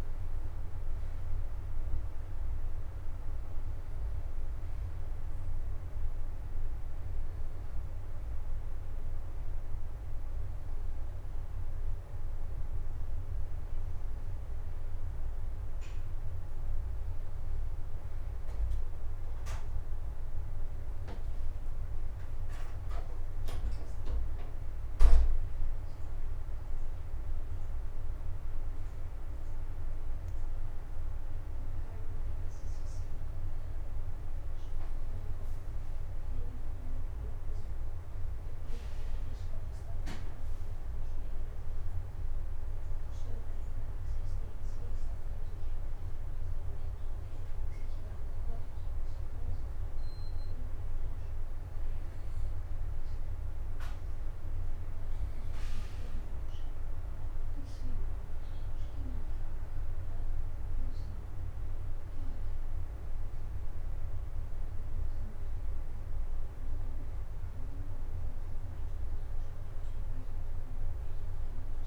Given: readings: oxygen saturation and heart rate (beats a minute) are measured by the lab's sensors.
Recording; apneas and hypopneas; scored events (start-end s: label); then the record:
breathing in sleep, hard to hear, by a room microphone; 1
1.00-13.00 s: oxygen desaturation (device-marked, oxygen 92% before, 89% lowest, heart rate 113 before, 77 extreme)
22.50-28.00 s: arousal
45.50-55.50 s: hypopnea (oxygen 92% before, 87% lowest)
51.00-71.00 s: oxygen desaturation (device-marked, oxygen 92% before, 87% lowest)
56.50-60.00 s: arousal
From the record:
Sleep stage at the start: N2 (light sleep); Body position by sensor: on the right side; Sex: male